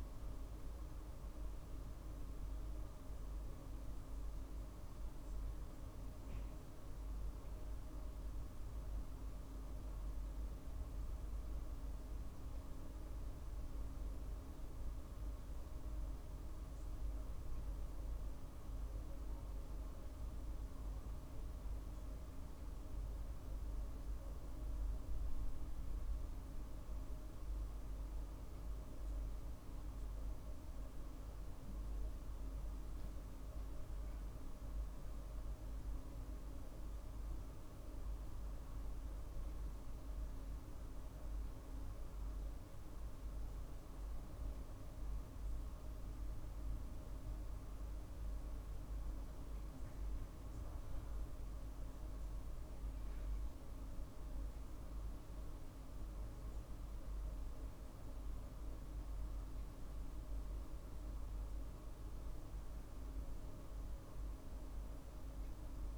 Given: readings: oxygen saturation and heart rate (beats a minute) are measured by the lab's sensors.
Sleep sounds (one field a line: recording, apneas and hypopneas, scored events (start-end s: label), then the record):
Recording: breathing in sleep, hard to hear, by a room microphone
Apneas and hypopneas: none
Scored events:
22.50-65.98 s: new sleep stage, N2 (light sleep)
23.00-28.00 s: arousal
From the record:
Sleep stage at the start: N1 (lightest sleep)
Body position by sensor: on the right side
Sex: male